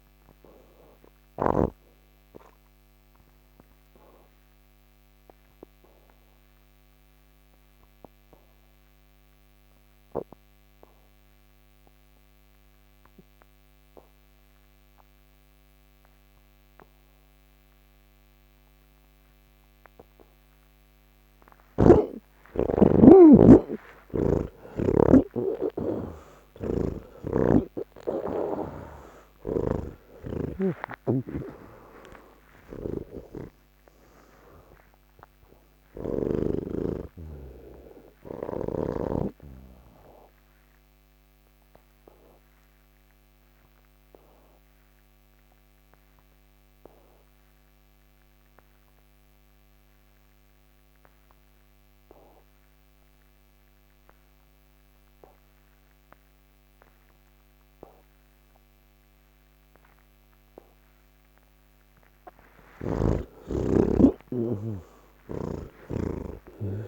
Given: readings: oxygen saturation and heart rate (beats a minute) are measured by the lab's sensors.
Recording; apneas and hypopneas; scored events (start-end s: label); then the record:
breathing in sleep by a microphone on the trachea; 2
1.50-20.50 s: obstructive apnea (oxygen 99% before, 81% lowest, heart rate 130 before, 98 extreme)
3.50-19.50 s: oxygen desaturation (device-marked, oxygen 95% before, 83% lowest, heart rate 128 before, 98 extreme)
21.50-54.50 s: oxygen desaturation (device-marked, oxygen 97% before, 81% lowest)
26.50-36.50 s: snoring (device-marked)
40.00-61.00 s: obstructive apnea (oxygen 97% before, 81% lowest)
65.00-66.88 s: snoring (device-marked)
From the record:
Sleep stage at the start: N3 (deep sleep); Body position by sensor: on the back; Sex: male